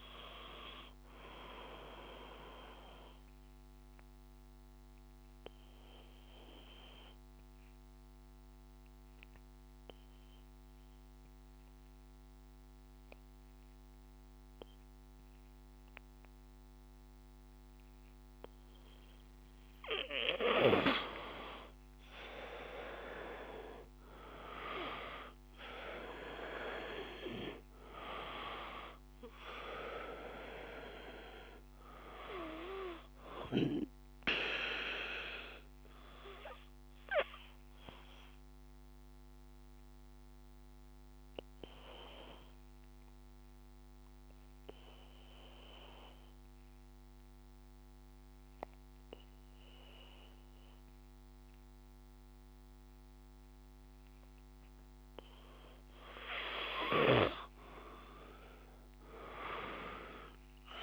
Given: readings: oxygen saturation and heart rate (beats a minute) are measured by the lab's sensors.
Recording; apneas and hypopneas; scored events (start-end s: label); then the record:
breathing in sleep by a microphone on the trachea; 2
0.00-14.00 s: oxygen desaturation (device-marked, oxygen 89% lowest, heart rate 54 extreme)
1.50-19.00 s: obstructive apnea (oxygen 96% before, 89% lowest, heart rate 60 before, 54 extreme, up 1 after)
20.50-25.00 s: arousal
26.00-48.00 s: oxygen desaturation (device-marked, oxygen 97% before, 90% lowest, heart rate 55 before, 54 extreme)
34.00-54.00 s: obstructive apnea (oxygen 97% before, 90% lowest, heart rate 55 before, 54 extreme, up 0 after)
57.50-60.83 s: arousal
From the record:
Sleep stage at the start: N2 (light sleep); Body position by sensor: on the back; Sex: male